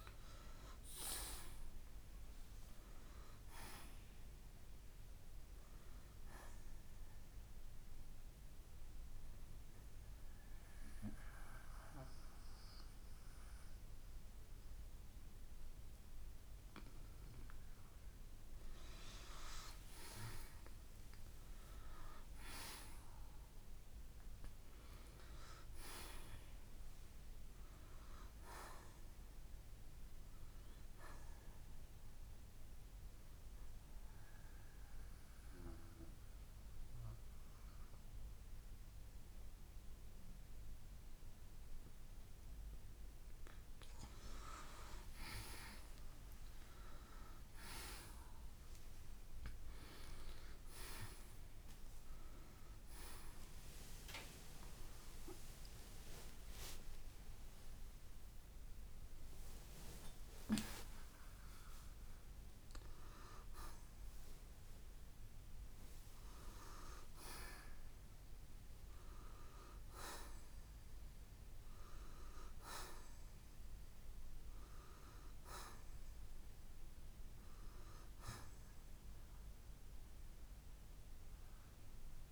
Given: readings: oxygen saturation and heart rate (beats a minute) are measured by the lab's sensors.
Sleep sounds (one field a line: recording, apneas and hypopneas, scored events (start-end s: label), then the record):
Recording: breathing in sleep by a room microphone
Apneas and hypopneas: 1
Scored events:
6.00-19.00 s: oxygen desaturation (device-marked, oxygen 94% before, 87% lowest, heart rate 64 before, 55 extreme)
21.50-25.00 s: arousal
33.50-43.50 s: mixed apnea (oxygen 93% before, 86% lowest, heart rate 64 before, 56 extreme, up 9 after)
34.00-49.00 s: oxygen desaturation (device-marked, oxygen 93% before, 86% lowest, heart rate 64 before, 56 extreme)
55.50-61.00 s: arousal
62.00-79.00 s: oxygen desaturation (device-marked, oxygen 94% before, 86% lowest, heart rate 91 before, 57 extreme)
From the record:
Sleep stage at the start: N2 (light sleep)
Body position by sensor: on the right side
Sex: male